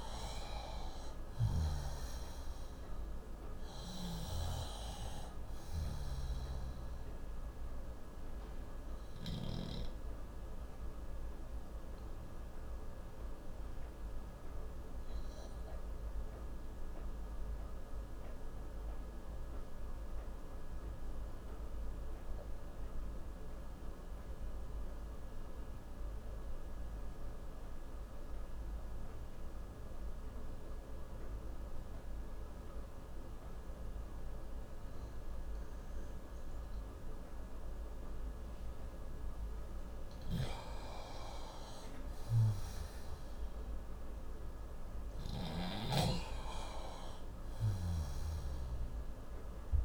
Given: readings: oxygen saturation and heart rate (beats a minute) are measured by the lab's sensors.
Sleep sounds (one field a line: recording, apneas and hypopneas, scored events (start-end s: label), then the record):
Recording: breathing in sleep by a room microphone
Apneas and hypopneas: 1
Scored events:
0.00-1.00 s: arousal
0.00-27.00 s: oxygen desaturation (device-marked, oxygen 88% lowest, heart rate 56 extreme)
9.00-40.00 s: obstructive apnea (oxygen 99% before, 88% lowest, heart rate 67 before, 56 extreme, up 17 after)
40.00-49.85 s: oxygen desaturation (device-marked, oxygen 97% before, 90% lowest, heart rate 60 before, 58 extreme)
40.50-44.50 s: arousal
From the record:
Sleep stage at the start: N2 (light sleep)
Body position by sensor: on the left side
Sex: male